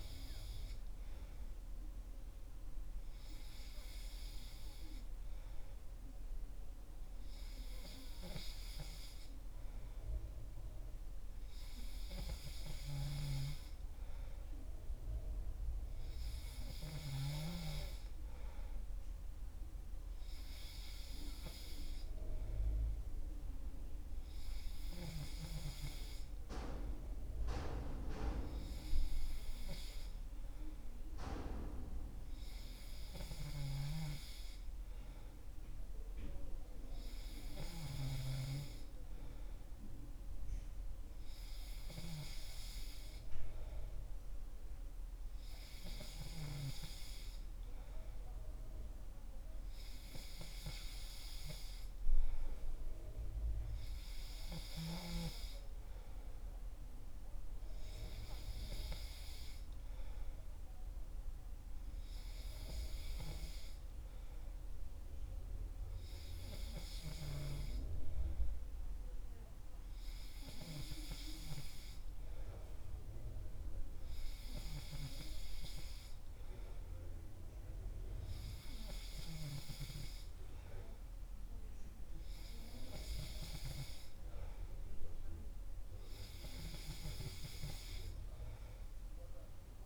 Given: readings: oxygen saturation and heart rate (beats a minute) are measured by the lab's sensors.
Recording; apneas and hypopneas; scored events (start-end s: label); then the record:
breathing in sleep by a room microphone; none
none scored
From the record:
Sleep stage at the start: N2 (light sleep); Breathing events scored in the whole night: 72 in 3.9 hours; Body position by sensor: on the back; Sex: male